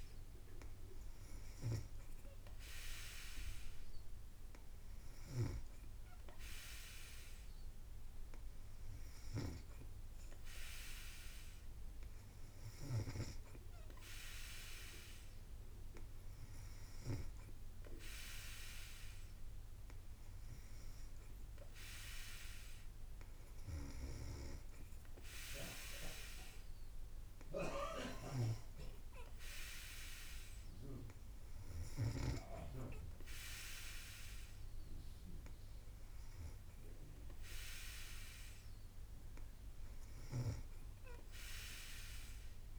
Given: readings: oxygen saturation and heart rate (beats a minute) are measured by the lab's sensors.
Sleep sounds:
breathing in sleep by a room microphone; none
28.00-32.50 s: snoring (device-marked)
From the record:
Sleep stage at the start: N3 (deep sleep); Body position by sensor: on the back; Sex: female

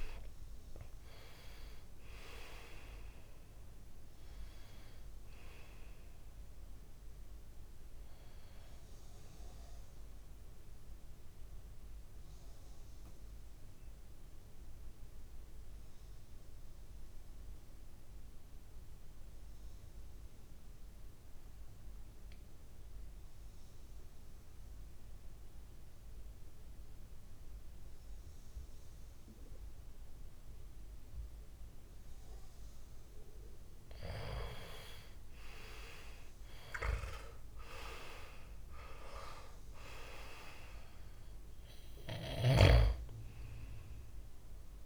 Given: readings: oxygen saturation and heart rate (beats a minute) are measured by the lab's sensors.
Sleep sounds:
breathing in sleep by a room microphone; 1
0.00-16.00 s: oxygen desaturation (device-marked, oxygen 90% lowest, heart rate 60 extreme)
10.50-33.00 s: mixed apnea (oxygen 99% before, 90% lowest, heart rate 70 before, 60 extreme, up 7 after)
35.00-38.00 s: arousal
35.00-44.86 s: oxygen desaturation (device-marked, oxygen 98% before, 91% lowest, heart rate 61 before, 60 extreme)
From the record:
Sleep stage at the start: N2 (light sleep); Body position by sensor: on the back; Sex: male

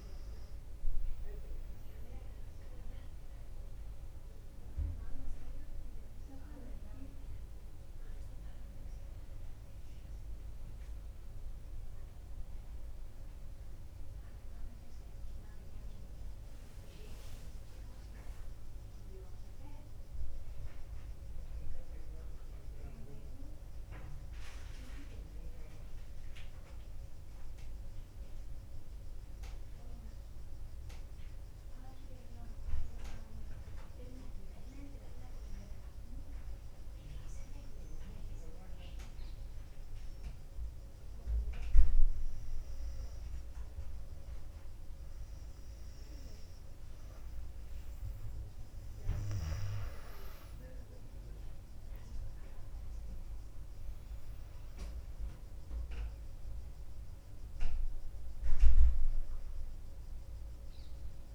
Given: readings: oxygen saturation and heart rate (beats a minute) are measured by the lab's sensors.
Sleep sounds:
breathing in sleep by a room microphone; 1
34.50-48.00 s: hypopnea (oxygen 99% before, 96% lowest, heart rate 62 before, 60 extreme, up 4 after)
50.50-54.50 s: arousal
From the record:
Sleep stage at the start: N2 (light sleep); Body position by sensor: on the back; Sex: female

